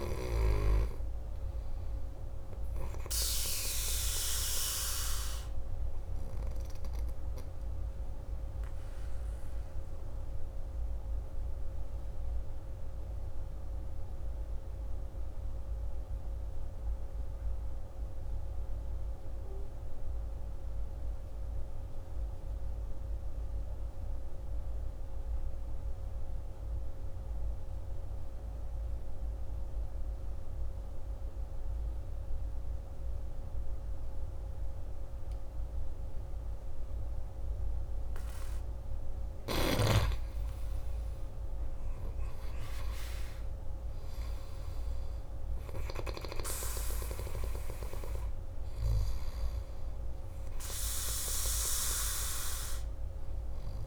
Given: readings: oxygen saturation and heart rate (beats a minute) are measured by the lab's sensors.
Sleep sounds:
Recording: breathing in sleep by a room microphone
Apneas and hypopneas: 1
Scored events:
0.00-20.00 s: oxygen desaturation (device-marked, oxygen 85% lowest, heart rate 51 extreme)
9.50-38.00 s: obstructive apnea (oxygen 98% before, 85% lowest, heart rate 57 before, 52 extreme, up 8 after)
36.00-53.87 s: oxygen desaturation (device-marked, oxygen 98% before, 86% lowest, heart rate 53 before, 52 extreme)
40.50-44.50 s: arousal
From the record:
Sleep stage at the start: N2 (light sleep)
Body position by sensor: on the back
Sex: male

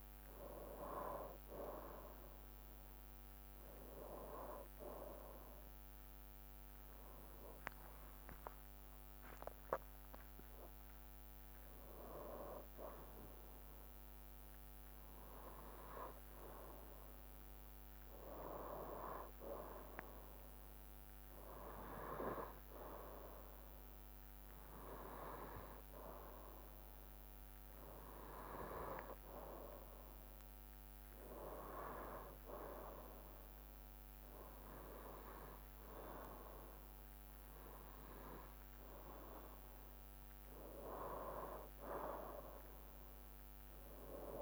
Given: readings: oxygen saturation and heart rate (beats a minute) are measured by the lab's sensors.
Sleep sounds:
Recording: breathing in sleep by a microphone on the trachea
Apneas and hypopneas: none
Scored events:
none scored
From the record:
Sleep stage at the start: N2 (light sleep)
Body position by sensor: on the right side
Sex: male

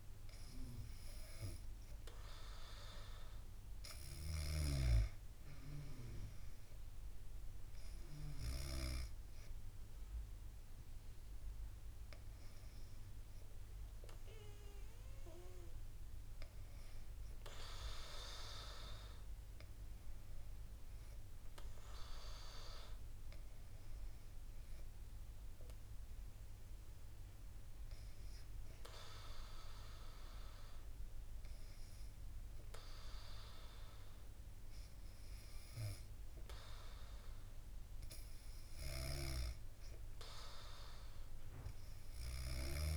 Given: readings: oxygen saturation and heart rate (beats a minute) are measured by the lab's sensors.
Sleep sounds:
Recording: breathing in sleep by a room microphone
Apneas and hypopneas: 1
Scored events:
26.50-37.00 s: hypopnea (oxygen 97% before, 95% lowest, heart rate 67 before, 67 extreme, up 3 after)
40.00-42.97 s: arousal
From the record:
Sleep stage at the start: N2 (light sleep)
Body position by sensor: on the back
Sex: female

